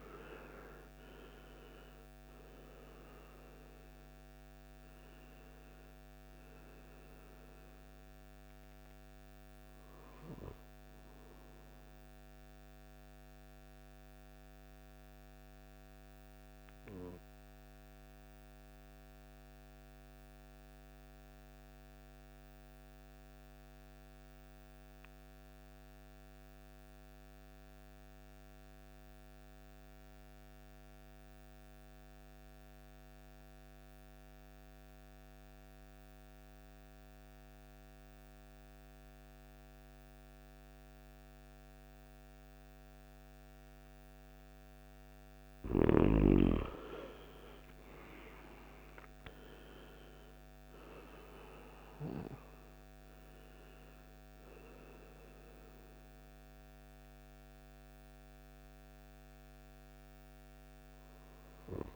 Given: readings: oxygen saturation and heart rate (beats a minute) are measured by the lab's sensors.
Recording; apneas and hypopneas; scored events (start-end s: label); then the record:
breathing in sleep by a microphone on the trachea; 1
0.00-4.50 s: arousal
0.00-19.00 s: oxygen desaturation (device-marked, oxygen 90% lowest, heart rate 53 extreme)
10.50-45.00 s: obstructive apnea (oxygen 98% before, 85% lowest, heart rate 66 before, 52 extreme, up 21 after)
37.00-61.96 s: oxygen desaturation (device-marked, oxygen 99% before, 85% lowest, heart rate 54 before, 52 extreme)
47.50-52.50 s: arousal
From the record:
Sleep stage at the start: N2 (light sleep); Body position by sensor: on the right side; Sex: male